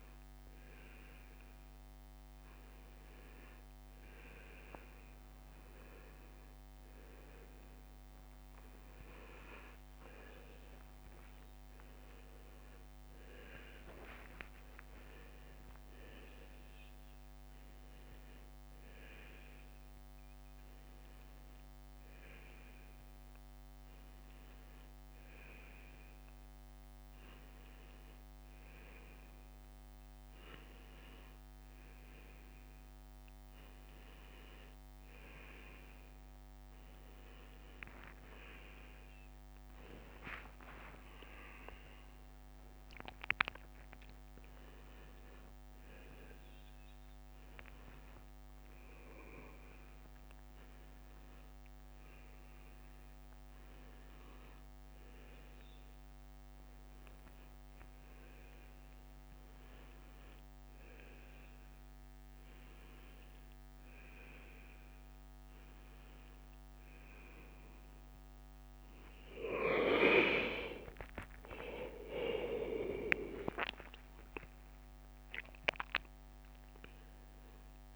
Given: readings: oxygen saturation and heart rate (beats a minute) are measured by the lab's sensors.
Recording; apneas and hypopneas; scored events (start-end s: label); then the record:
a person partly awake in a sleep study, by a microphone on the trachea; none
2.00-77.95 s: new sleep stage, N1 (lightest sleep)
9.00-11.50 s: leg movement (device-marked)
9.00-33.00 s: oxygen desaturation (device-marked, oxygen 96% before, 92% lowest, heart rate 67 before, 62 extreme)
13.00-26.00 s: drop in pulse transit time (device-marked, heart rate 67 before, 65 extreme)
37.50-42.50 s: arousal
40.00-42.00 s: long interval between heartbeats (device-marked, heart rate 64 before, 76 extreme)
40.00-43.50 s: leg movement (device-marked)
42.00-54.00 s: drop in pulse transit time (device-marked, heart rate 65 before, 66 extreme)
70.50-75.00 s: arousal
72.00-77.95 s: drop in pulse transit time (device-marked, heart rate 63 before, 62 extreme)
From the record:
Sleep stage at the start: awake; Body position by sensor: on the left side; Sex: male